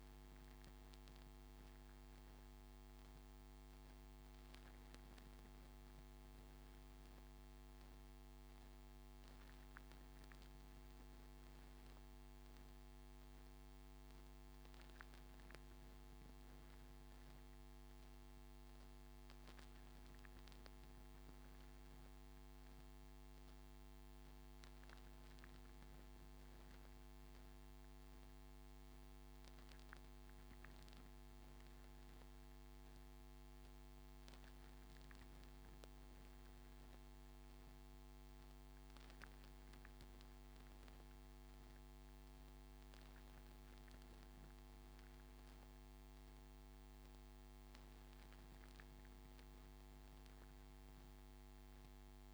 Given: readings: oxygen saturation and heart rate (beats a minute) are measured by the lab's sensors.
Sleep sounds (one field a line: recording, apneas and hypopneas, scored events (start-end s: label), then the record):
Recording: breathing in sleep, hard to hear, by a microphone on the trachea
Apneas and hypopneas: none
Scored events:
none scored
From the record:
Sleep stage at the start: N3 (deep sleep)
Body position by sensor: on the front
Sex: male